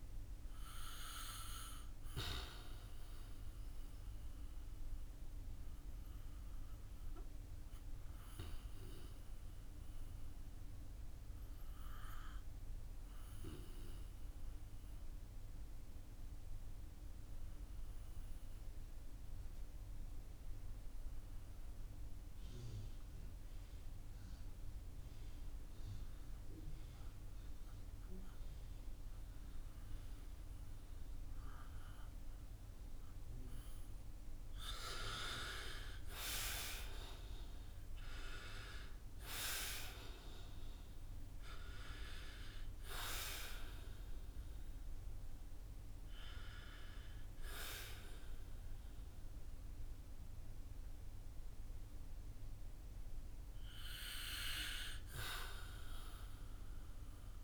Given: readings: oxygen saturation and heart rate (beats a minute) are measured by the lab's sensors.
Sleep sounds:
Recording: breathing in sleep by a room microphone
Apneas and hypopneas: 1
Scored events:
2.50-31.50 s: obstructive apnea (oxygen 87% before, 74% lowest, heart rate 65 before, 53 extreme, up 20 after)
32.50-38.50 s: arousal
33.50-57.44 s: oxygen desaturation (device-marked, oxygen 91% before, 74% lowest, heart rate 60 before, 52 extreme)
From the record:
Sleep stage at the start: REM sleep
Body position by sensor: on the back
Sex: male

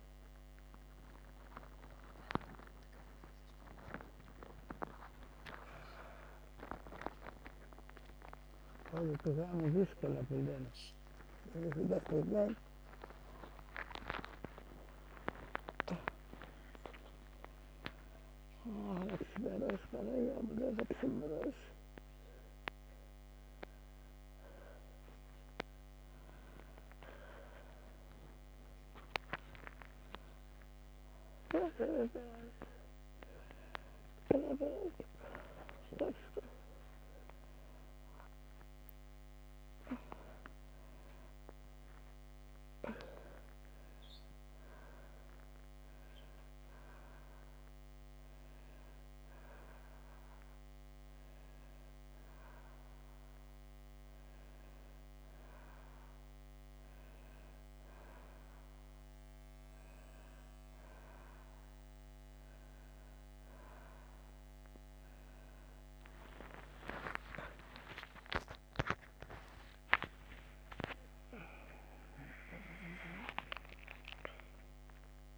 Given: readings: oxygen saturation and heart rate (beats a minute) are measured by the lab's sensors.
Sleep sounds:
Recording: a person awake in a sleep study, by a microphone on the trachea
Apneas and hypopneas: 1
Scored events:
0.00-9.50 s: oxygen desaturation (device-marked, oxygen 89% lowest, heart rate 37 extreme)
43.50-75.38 s: new sleep stage, N1 (lightest sleep)
46.00-69.50 s: obstructive apnea (oxygen 95% before, 92% lowest)
72.00-75.38 s: arousal
From the record:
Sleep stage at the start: awake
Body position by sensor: on the back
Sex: female

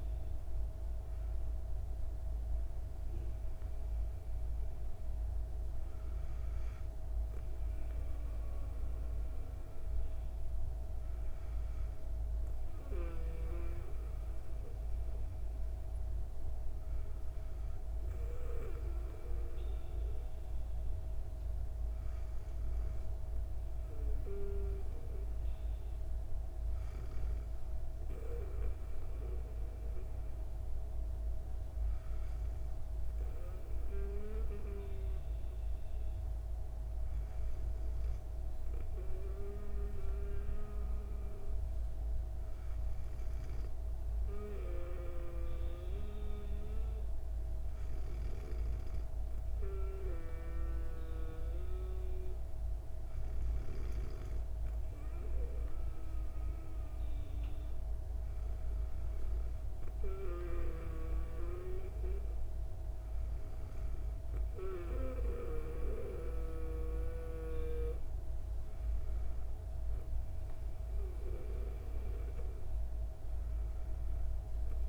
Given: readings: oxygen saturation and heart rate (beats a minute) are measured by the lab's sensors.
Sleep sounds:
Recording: breathing in sleep by a room microphone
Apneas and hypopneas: none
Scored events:
none scored
From the record:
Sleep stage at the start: N2 (light sleep)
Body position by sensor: on the back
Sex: female

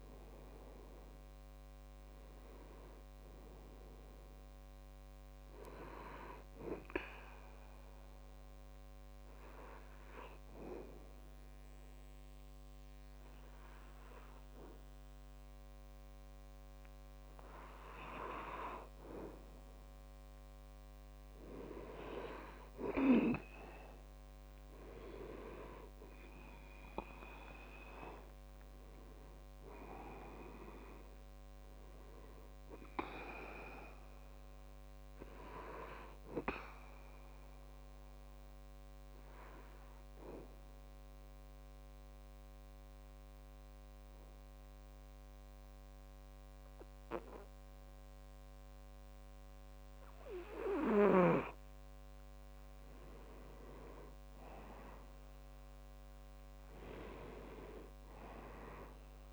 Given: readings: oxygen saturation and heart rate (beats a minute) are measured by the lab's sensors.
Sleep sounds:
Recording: breathing in sleep by a microphone on the trachea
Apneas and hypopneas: 2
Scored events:
1.00-21.00 s: oxygen desaturation (device-marked, oxygen 99% before, 95% lowest, heart rate 65 before, 64 extreme)
7.50-19.50 s: obstructive apnea (oxygen 99% before, 92% lowest, heart rate 65 before, 64 extreme, up 6 after)
21.50-25.50 s: arousal
37.00-51.00 s: obstructive apnea (oxygen 98% before, 89% lowest, heart rate 69 before, 64 extreme, up 5 after)
52.50-57.00 s: arousal
From the record:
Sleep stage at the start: N2 (light sleep)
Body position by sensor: on the back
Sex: male

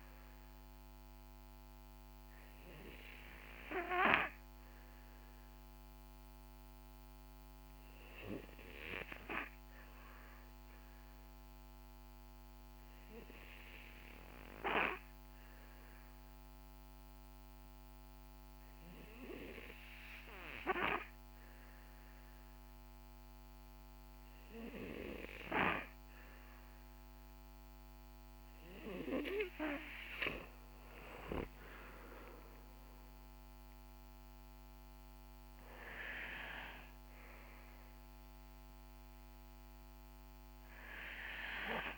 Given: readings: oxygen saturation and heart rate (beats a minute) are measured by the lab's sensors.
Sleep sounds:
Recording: breathing in sleep by a microphone on the trachea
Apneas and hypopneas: 1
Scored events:
13.50-28.00 s: hypopnea (oxygen 94% before, 90% lowest, heart rate 62 before, 53 extreme, up 11 after)
29.50-33.00 s: arousal
32.50-41.98 s: oxygen desaturation (device-marked, oxygen 93% before, 90% lowest, heart rate 59 before, 53 extreme)
From the record:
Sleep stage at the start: N2 (light sleep)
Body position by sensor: on the back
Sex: male

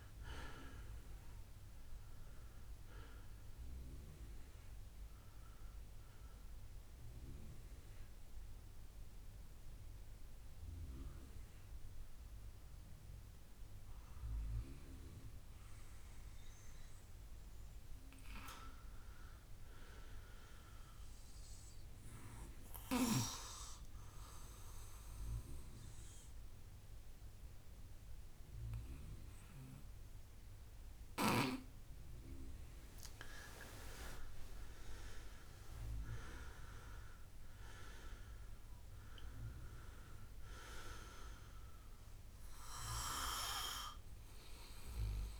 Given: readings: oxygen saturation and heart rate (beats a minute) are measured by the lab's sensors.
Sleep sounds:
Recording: breathing in sleep by a room microphone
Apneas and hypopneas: none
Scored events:
0.00-20.50 s: oxygen desaturation (device-marked, oxygen 69% lowest, heart rate 63 extreme)
23.50-28.50 s: arousal
41.00-43.00 s: long interval between heartbeats (device-marked, heart rate 75 before, 79 extreme)
From the record:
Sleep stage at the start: N2 (light sleep)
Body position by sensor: on the right side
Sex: male

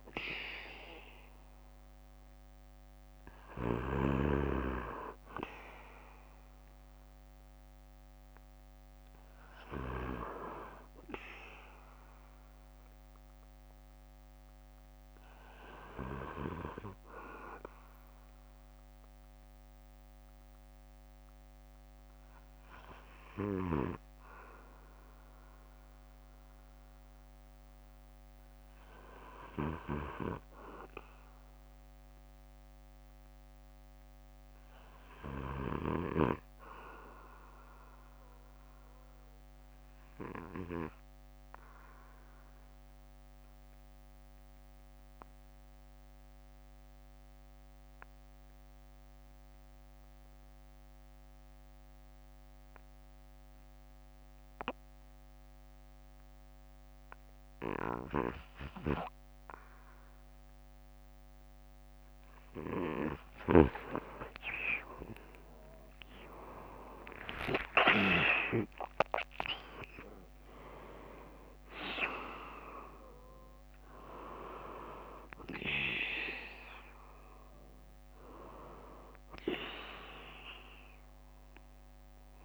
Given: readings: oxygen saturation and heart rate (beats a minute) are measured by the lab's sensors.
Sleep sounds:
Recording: breathing in sleep by a microphone on the trachea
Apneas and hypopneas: 1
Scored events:
18.00-35.00 s: oxygen desaturation (device-marked, oxygen 92% before, 89% lowest, heart rate 66 before, 53 extreme)
24.00-27.00 s: bradycardia (device-marked, heart rate 63 before, 60 extreme)
33.50-37.00 s: arousal
39.00-61.00 s: obstructive apnea (oxygen 98% before, 90% lowest, heart rate 63 before, 53 extreme, up 34 after)
49.00-57.00 s: bradycardia (device-marked, heart rate 63 before, 53 extreme)
64.00-70.00 s: arousal
From the record:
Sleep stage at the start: REM sleep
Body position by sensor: on the back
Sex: male

